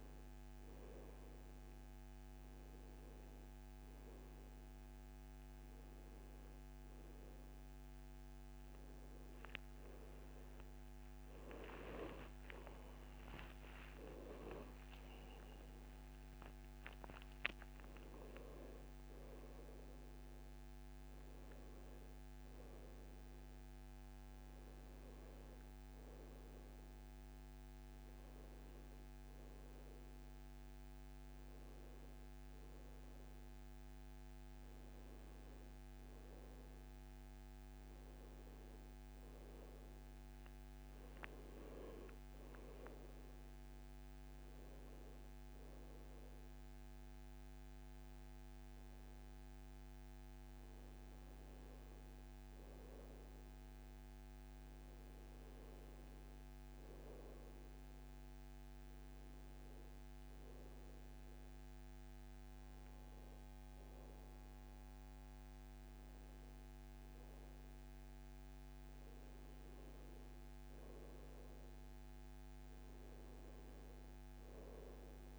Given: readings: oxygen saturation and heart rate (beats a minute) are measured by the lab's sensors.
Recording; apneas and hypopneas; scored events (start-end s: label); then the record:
breathing in sleep, hard to hear, by a microphone on the trachea; none
0.00-8.50 s: oxygen desaturation (device-marked, oxygen 92% lowest, heart rate 73 extreme)
13.00-18.00 s: arousal
From the record:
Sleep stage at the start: N1 (lightest sleep); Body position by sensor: on the back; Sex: male